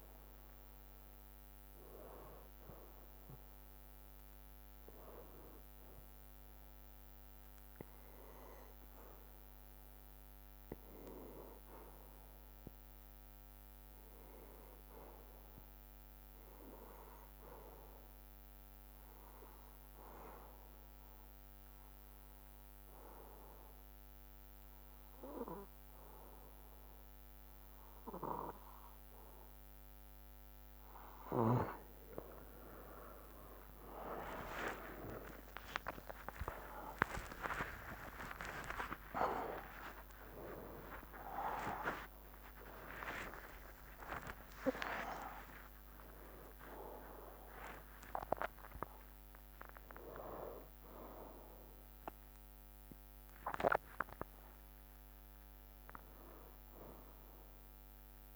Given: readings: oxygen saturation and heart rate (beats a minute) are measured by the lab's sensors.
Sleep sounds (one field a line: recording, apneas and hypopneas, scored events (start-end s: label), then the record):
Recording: a person partly awake in a sleep study, by a microphone on the trachea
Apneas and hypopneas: 1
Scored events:
0.00-3.50 s: drop in pulse transit time (device-marked, heart rate 53 extreme)
0.00-31.50 s: bradycardia (device-marked, heart rate 52 extreme)
9.50-30.50 s: obstructive apnea (oxygen 97% before, 95% lowest, heart rate 57 before, 52 extreme, up 49 after)
34.50-36.50 s: long interval between heartbeats (device-marked, heart rate 54 before, 65 extreme)
34.50-46.50 s: tachycardia (device-marked, heart rate 59 before, 146 extreme)
35.50-58.36 s: new sleep stage, awake
38.50-51.50 s: drop in pulse transit time (device-marked, heart rate 59 before, 79 extreme)
43.00-45.00 s: long interval between heartbeats (device-marked, heart rate 73 before, 140 extreme)
From the record:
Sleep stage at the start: N2 (light sleep)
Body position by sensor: on the back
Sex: male